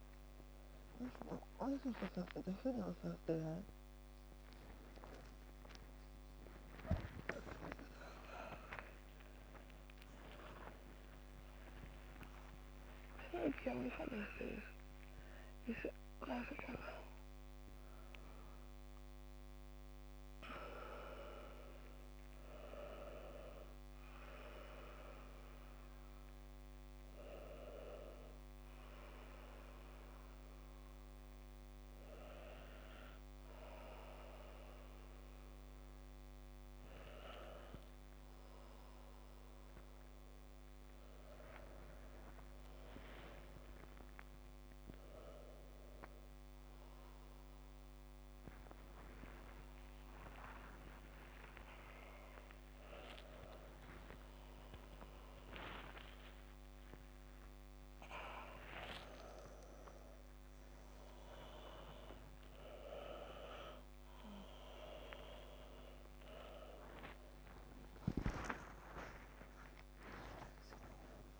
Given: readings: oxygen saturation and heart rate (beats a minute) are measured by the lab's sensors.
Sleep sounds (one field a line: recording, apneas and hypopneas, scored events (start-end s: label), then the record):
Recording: a person awake in a sleep study, by a microphone on the trachea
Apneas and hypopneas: none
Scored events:
61.50-71.40 s: oxygen desaturation (device-marked, oxygen 98% before, 94% lowest, heart rate 106 before, 98 extreme)
From the record:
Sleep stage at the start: awake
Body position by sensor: upright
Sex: female